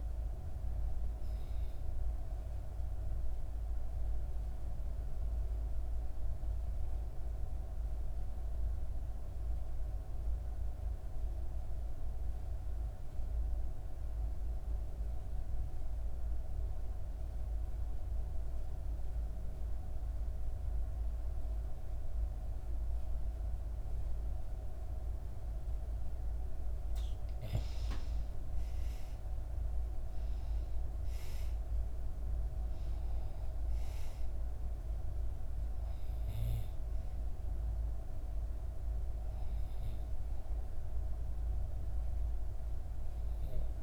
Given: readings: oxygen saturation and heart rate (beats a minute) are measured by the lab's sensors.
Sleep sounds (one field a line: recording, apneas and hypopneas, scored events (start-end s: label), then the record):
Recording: breathing in sleep, hard to hear, by a room microphone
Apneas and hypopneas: 1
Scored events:
3.00-25.50 s: obstructive apnea (oxygen 96% before, 88% lowest, heart rate 61 before, 57 extreme, up 6 after)
23.50-43.83 s: oxygen desaturation (device-marked, oxygen 97% before, 88% lowest, heart rate 59 before, 57 extreme)
27.50-31.50 s: arousal
From the record:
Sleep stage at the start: N2 (light sleep)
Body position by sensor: on the back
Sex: female